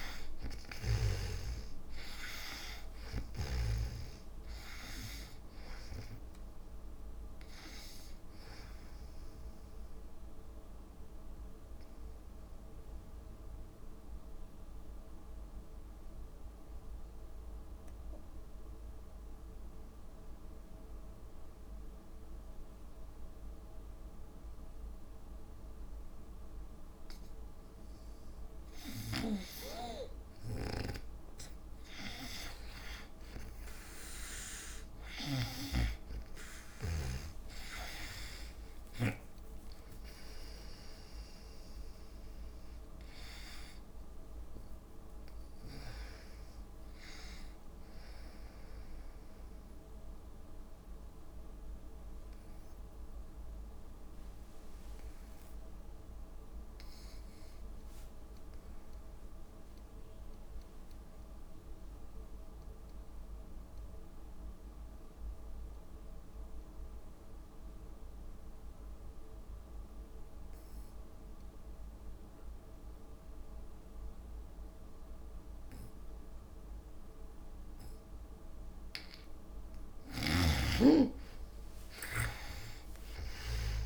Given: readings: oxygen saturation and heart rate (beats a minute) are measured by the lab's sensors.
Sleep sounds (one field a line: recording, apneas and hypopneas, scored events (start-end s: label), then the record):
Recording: breathing in sleep by a room microphone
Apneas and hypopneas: 2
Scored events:
0.00-16.00 s: oxygen desaturation (device-marked, oxygen 83% lowest, heart rate 54 extreme)
9.50-28.00 s: obstructive apnea (oxygen 98% before, 82% lowest, heart rate 65 before, 55 extreme, up 32 after)
29.00-35.50 s: snoring (device-marked)
32.00-62.00 s: oxygen desaturation (device-marked, oxygen 98% before, 88% lowest, heart rate 58 before, 54 extreme)
34.00-36.00 s: long interval between heartbeats (device-marked, heart rate 60 before, 85 extreme)
35.00-45.00 s: tachycardia (device-marked, heart rate 65 before, 167 extreme)
37.50-42.50 s: arousal
38.00-40.00 s: long interval between heartbeats (device-marked, heart rate 66 before, 109 extreme)
40.50-42.50 s: long interval between heartbeats (device-marked, heart rate 72 before, 121 extreme)
41.00-52.00 s: drop in pulse transit time (device-marked, heart rate 75 before, 55 extreme)
43.50-45.50 s: long interval between heartbeats (device-marked, heart rate 84 before, 162 extreme)
49.50-79.50 s: obstructive apnea (oxygen 98% before, 73% lowest, heart rate 106 before, 54 extreme, up 52 after)
60.00-62.00 s: long interval between heartbeats (device-marked, heart rate 92 before, 65 extreme)
62.00-64.00 s: long interval between heartbeats (device-marked, heart rate 86 before, 86 extreme)
67.50-69.50 s: long interval between heartbeats (device-marked, heart rate 69 before, 62 extreme)
70.00-83.86 s: oxygen desaturation (device-marked, oxygen 98% before, 73% lowest, heart rate 66 before, 57 extreme)
82.00-83.86 s: arousal
From the record:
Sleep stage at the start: N2 (light sleep)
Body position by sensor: on the back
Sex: female